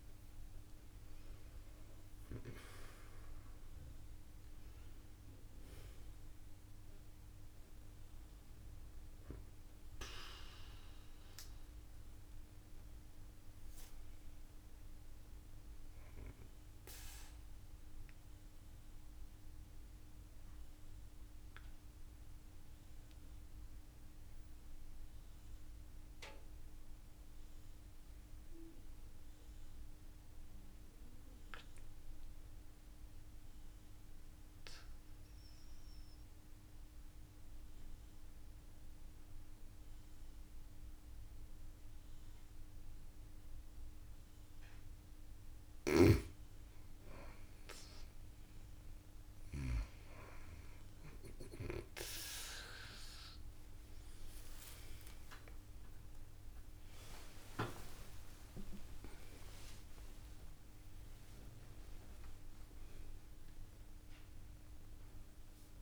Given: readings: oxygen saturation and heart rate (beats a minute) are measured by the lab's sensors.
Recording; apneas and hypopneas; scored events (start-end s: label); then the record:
breathing in sleep by a room microphone; 1
0.00-2.00 s: arousal
8.50-30.50 s: oxygen desaturation (device-marked, oxygen 94% before, 90% lowest)
18.00-45.00 s: mixed apnea (oxygen 95% before, 90% lowest)
48.00-53.50 s: arousal
51.50-65.82 s: oxygen desaturation (device-marked, oxygen 97% before, 92% lowest)
63.00-65.00 s: long interval between heartbeats (device-marked)
From the record:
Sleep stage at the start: N2 (light sleep); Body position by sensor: on the back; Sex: female